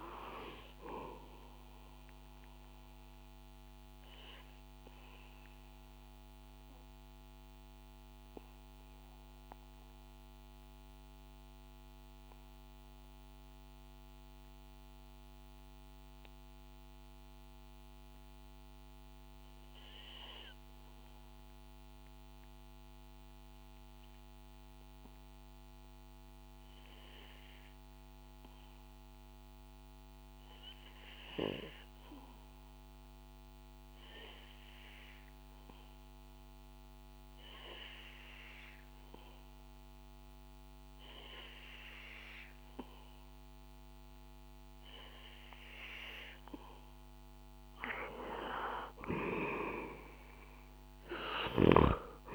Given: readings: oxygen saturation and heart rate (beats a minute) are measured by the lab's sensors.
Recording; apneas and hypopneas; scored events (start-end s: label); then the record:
breathing in sleep by a microphone on the trachea; 1
0.00-22.50 s: oxygen desaturation (device-marked, oxygen 91% lowest, heart rate 59 extreme)
4.00-47.50 s: obstructive apnea (oxygen 98% before, 91% lowest, heart rate 64 before, 59 extreme, up 7 after)
38.50-52.34 s: oxygen desaturation (device-marked, oxygen 98% before, 91% lowest, heart rate 64 before, 58 extreme)
49.00-52.34 s: arousal
50.50-52.34 s: snoring (device-marked)
From the record:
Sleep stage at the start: REM sleep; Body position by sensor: on the back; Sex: male